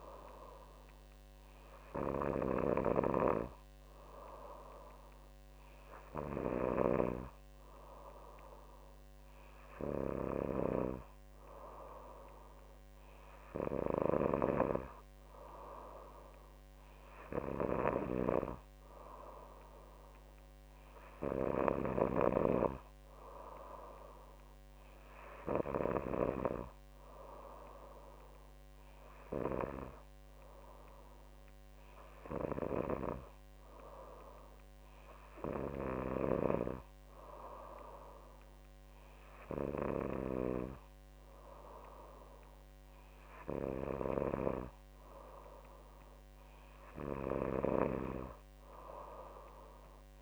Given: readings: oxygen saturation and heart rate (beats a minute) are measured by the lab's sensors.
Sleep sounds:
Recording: breathing in sleep by a microphone on the trachea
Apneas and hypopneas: none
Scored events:
none scored
From the record:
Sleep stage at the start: N3 (deep sleep)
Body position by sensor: on the back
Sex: female

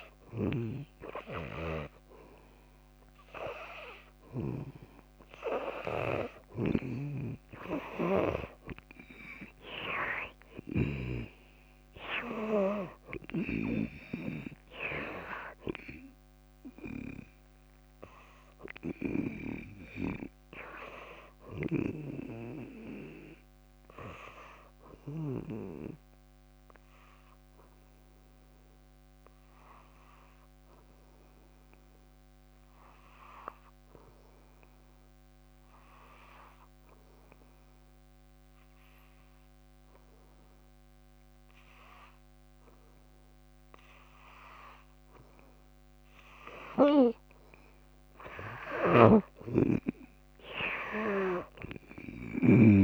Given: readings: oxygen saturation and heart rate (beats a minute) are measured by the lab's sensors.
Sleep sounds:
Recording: breathing in sleep by a microphone on the trachea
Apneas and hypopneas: 1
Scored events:
0.00-4.50 s: snoring (device-marked)
0.00-14.50 s: oxygen desaturation (device-marked, oxygen 78% lowest, heart rate 56 extreme)
5.50-19.50 s: drop in pulse transit time (device-marked, heart rate 65 before, 63 extreme)
6.50-11.00 s: snoring (device-marked)
21.50-25.50 s: snoring (device-marked)
24.50-46.50 s: obstructive apnea (oxygen 91% before, 83% lowest, heart rate 65 before, 56 extreme, up 7 after)
45.50-52.84 s: oxygen desaturation (device-marked, oxygen 97% before, 83% lowest, heart rate 58 before, 56 extreme)
48.50-51.50 s: arousal
48.50-52.84 s: snoring (device-marked)
From the record:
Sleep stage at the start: N2 (light sleep)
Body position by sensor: on the back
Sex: female

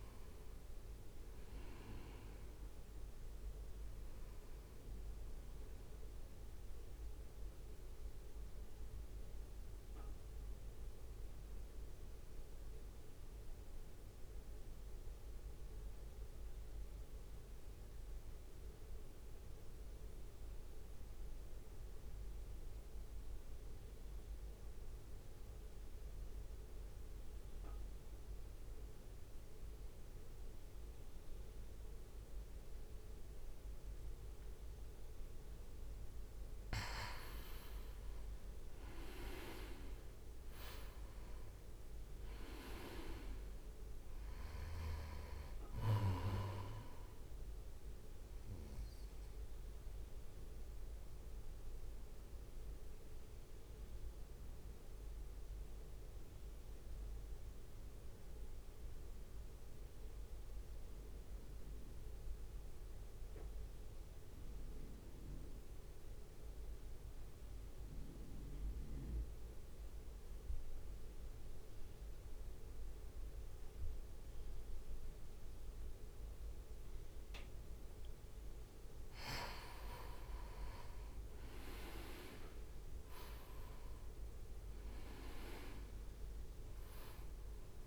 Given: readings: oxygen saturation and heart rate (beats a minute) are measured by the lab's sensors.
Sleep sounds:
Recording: breathing in sleep by a room microphone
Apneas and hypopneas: 2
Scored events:
0.00-10.50 s: drop in pulse transit time (device-marked, heart rate 62 extreme)
0.00-18.50 s: oxygen desaturation (device-marked, oxygen 89% lowest, heart rate 59 extreme)
6.00-35.50 s: central apnea (oxygen 99% before, 88% lowest, heart rate 64 before, 58 extreme, up 1 after)
36.50-62.50 s: oxygen desaturation (device-marked, oxygen 97% before, 89% lowest, heart rate 63 before, 58 extreme)
37.00-41.50 s: arousal
39.50-52.50 s: drop in pulse transit time (device-marked, heart rate 64 before, 58 extreme)
47.00-79.00 s: mixed apnea (oxygen 98% before, 88% lowest, heart rate 65 before, 58 extreme, up 3 after)
75.50-87.87 s: oxygen desaturation (device-marked, oxygen 98% before, 88% lowest, heart rate 63 before, 58 extreme)
82.00-87.87 s: arousal
85.50-87.87 s: drop in pulse transit time (device-marked, heart rate 64 before, 58 extreme)
From the record:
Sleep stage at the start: N2 (light sleep)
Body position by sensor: on the right side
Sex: male

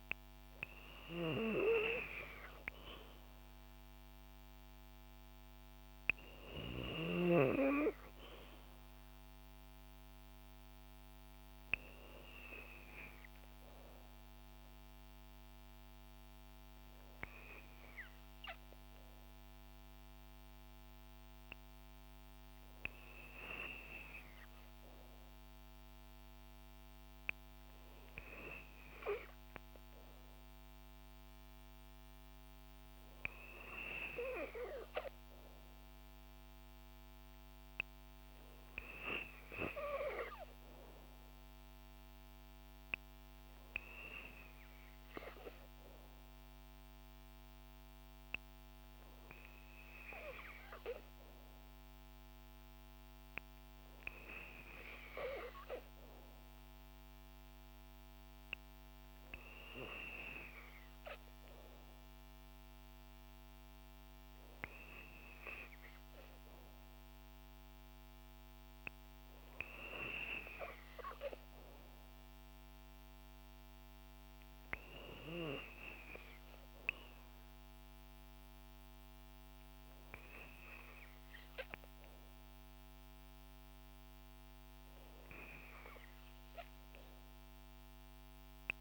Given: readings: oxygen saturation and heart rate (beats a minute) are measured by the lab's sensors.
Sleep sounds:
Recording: breathing in sleep by a microphone on the trachea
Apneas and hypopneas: none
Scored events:
57.50-88.81 s: new sleep stage, N3 (deep sleep)
From the record:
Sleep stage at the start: N2 (light sleep)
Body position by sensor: on the back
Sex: female

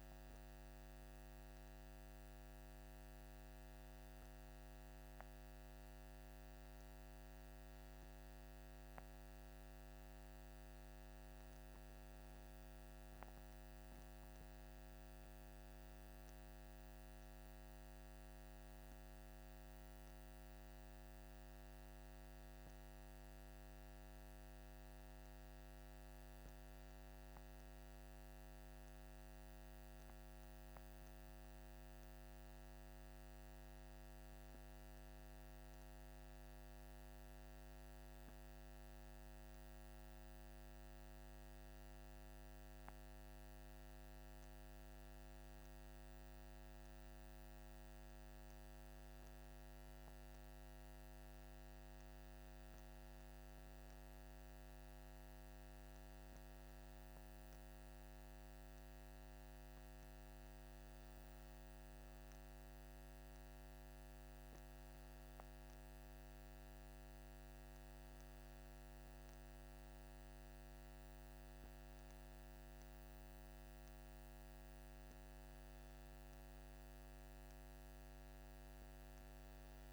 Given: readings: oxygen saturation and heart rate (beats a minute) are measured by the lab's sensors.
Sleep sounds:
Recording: breathing in sleep, hard to hear, by a microphone on the trachea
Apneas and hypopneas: none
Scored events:
0.00-12.00 s: oxygen desaturation (device-marked, oxygen 94% lowest, heart rate 45 extreme)
From the record:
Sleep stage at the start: N2 (light sleep)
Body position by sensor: on the back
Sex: male

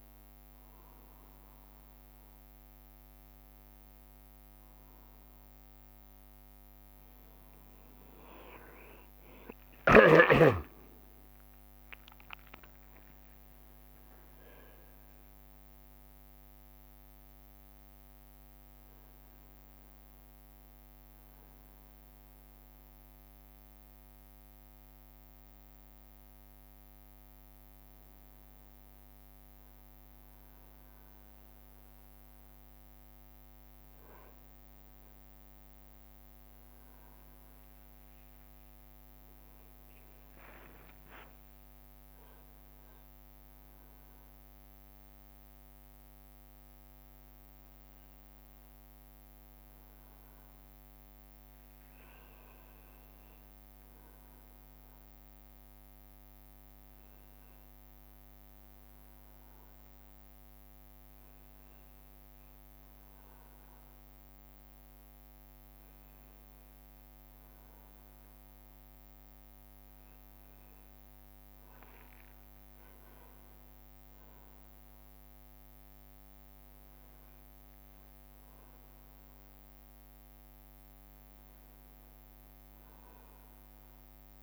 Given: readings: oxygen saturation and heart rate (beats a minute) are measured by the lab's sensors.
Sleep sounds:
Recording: breathing in sleep, hard to hear, by a microphone on the trachea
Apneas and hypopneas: none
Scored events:
9.00-11.00 s: long interval between heartbeats (device-marked, heart rate 68 before, 68 extreme)
10.00-14.00 s: arousal
10.00-15.00 s: bradycardia (device-marked, heart rate 76 before, 35 extreme)
11.00-26.00 s: drop in pulse transit time (device-marked, heart rate 68 before, 33 extreme)
12.00-15.50 s: leg movement (device-marked)
14.50-16.50 s: long interval between heartbeats (device-marked, heart rate 66 before, 36 extreme)
17.00-19.00 s: long interval between heartbeats (device-marked, heart rate 62 before, 52 extreme)
21.00-27.00 s: leg movement (device-marked)
21.00-29.00 s: bradycardia (device-marked, heart rate 76 before, 33 extreme)
38.00-44.00 s: tachycardia (device-marked, heart rate 76 before, 125 extreme)
38.50-40.50 s: long interval between heartbeats (device-marked, heart rate 60 before, 75 extreme)
41.00-43.00 s: long interval between heartbeats (device-marked, heart rate 62 before, 111 extreme)
46.50-54.50 s: leg movement (device-marked)
56.50-61.50 s: leg movement (device-marked)
63.00-68.00 s: leg movement (device-marked)
69.50-76.50 s: leg movement (device-marked)
73.00-75.00 s: long interval between heartbeats (device-marked, heart rate 66 before, 84 extreme)
77.00-82.50 s: leg movement (device-marked)
From the record:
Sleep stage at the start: N2 (light sleep)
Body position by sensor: on the back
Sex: male

